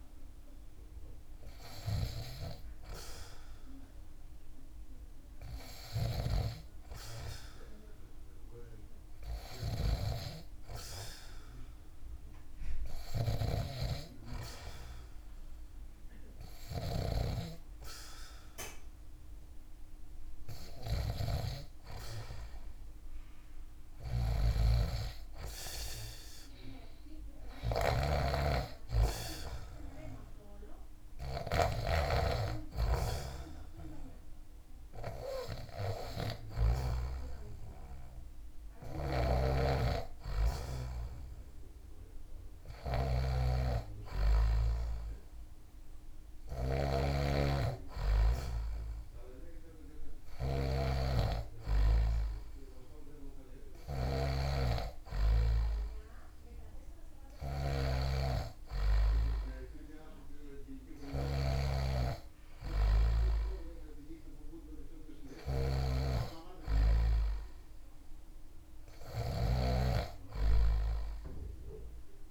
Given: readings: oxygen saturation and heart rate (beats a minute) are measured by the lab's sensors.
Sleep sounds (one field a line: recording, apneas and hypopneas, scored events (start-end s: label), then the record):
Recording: breathing in sleep by a room microphone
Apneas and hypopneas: none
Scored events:
23.00-36.00 s: snoring (device-marked)
38.00-72.31 s: snoring (device-marked)
From the record:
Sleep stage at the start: N2 (light sleep)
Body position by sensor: on the back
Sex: male